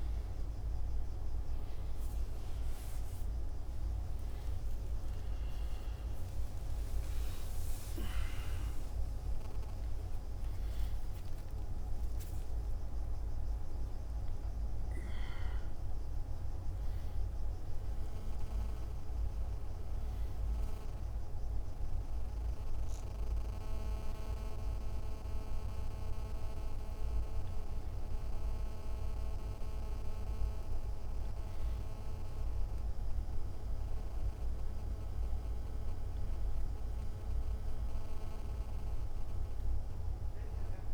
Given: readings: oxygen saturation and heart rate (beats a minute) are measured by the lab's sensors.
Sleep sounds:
a person awake in a sleep study, hard to hear, by a room microphone; none
2.00-4.00 s: long interval between heartbeats (device-marked, heart rate 54 before, 69 extreme)
From the record:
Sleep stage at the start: awake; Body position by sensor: on the back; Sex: male

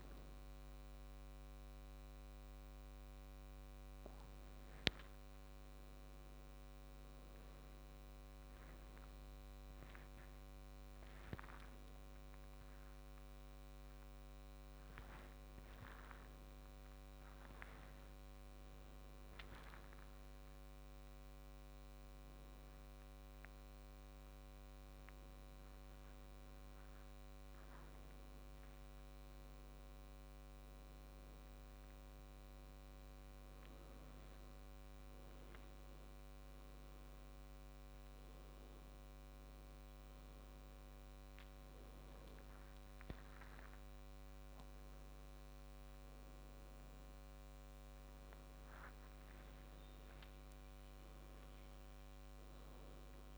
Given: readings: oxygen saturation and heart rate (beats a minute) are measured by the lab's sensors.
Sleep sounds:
a person awake in a sleep study, hard to hear, by a microphone on the trachea; none
none scored
From the record:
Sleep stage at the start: awake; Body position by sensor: on the back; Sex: male

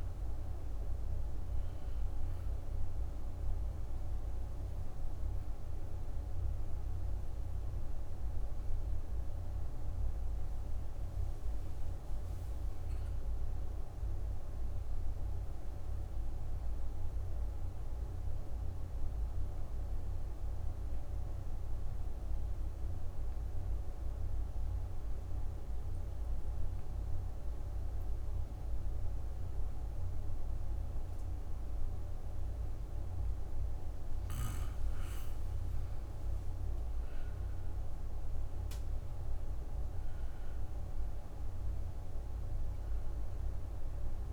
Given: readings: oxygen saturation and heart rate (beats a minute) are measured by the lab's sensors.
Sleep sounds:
breathing in sleep, hard to hear, by a room microphone; 1
0.00-20.00 s: oxygen desaturation (device-marked, oxygen 87% lowest)
15.50-32.50 s: obstructive apnea (oxygen 97% before, 84% lowest)
35.00-39.00 s: arousal
37.00-44.33 s: oxygen desaturation (device-marked, oxygen 98% before, 84% lowest)
From the record:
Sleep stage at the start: N2 (light sleep); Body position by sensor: on the back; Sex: female

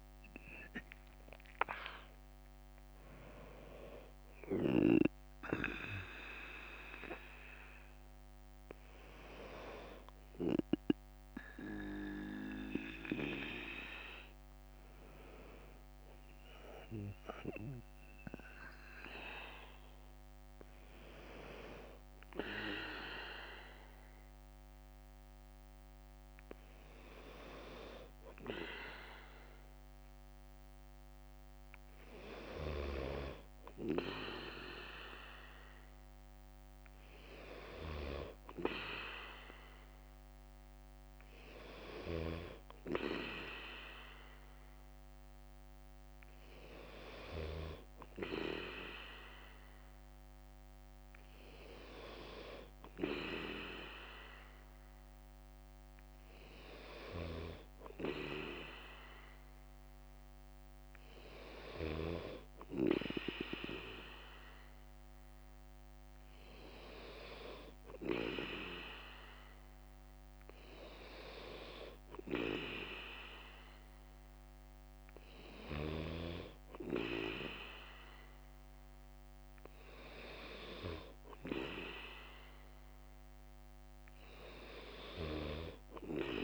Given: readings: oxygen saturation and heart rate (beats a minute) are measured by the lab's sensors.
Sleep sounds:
breathing in sleep by a microphone on the trachea; none
7.50-14.50 s: bradycardia (device-marked, heart rate 60 before, 56 extreme)
19.50-33.50 s: bradycardia (device-marked, heart rate 60 before, 56 extreme)
40.50-65.50 s: bradycardia (device-marked, heart rate 60 before, 57 extreme)
From the record:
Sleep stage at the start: N2 (light sleep); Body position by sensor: on the back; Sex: male

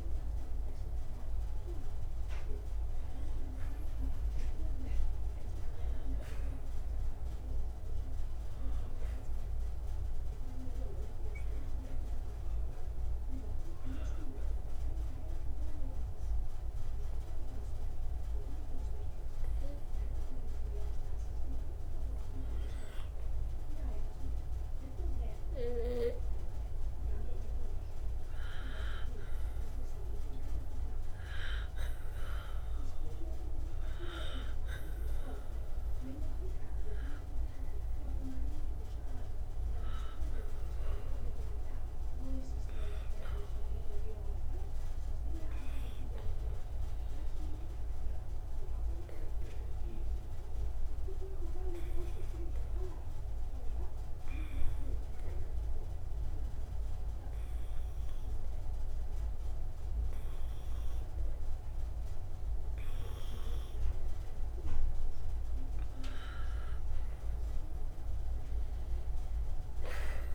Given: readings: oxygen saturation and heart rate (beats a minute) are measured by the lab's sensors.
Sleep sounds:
breathing in sleep by a room microphone; 2
2.50-6.50 s: arousal
11.00-27.50 s: hypopnea (oxygen 94% before, 92% lowest)
30.50-34.50 s: arousal
45.50-65.00 s: obstructive apnea (oxygen 97% before, 91% lowest)
68.00-70.35 s: arousal
From the record:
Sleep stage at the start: N2 (light sleep); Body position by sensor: on the right side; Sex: male

